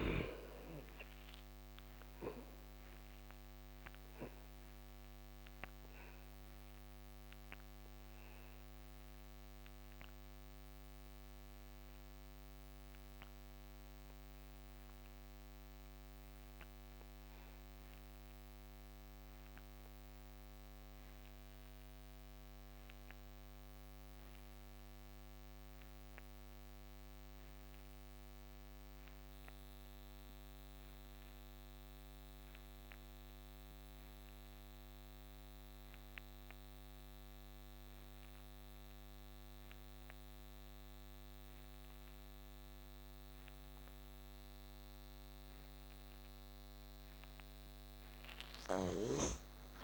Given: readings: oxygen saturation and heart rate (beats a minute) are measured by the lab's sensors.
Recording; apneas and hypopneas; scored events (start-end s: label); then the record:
breathing in sleep, hard to hear, by a microphone on the trachea; 1
0.00-22.50 s: oxygen desaturation (device-marked, oxygen 57% lowest, heart rate 64 extreme)
2.50-45.50 s: obstructive apnea (oxygen 95% before, 49% lowest, heart rate 74 before, 60 extreme, up 7 after)
37.50-49.84 s: oxygen desaturation (device-marked, oxygen 74% before, 49% lowest, heart rate 68 before, 60 extreme)
From the record:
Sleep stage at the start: N2 (light sleep); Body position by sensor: on the back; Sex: male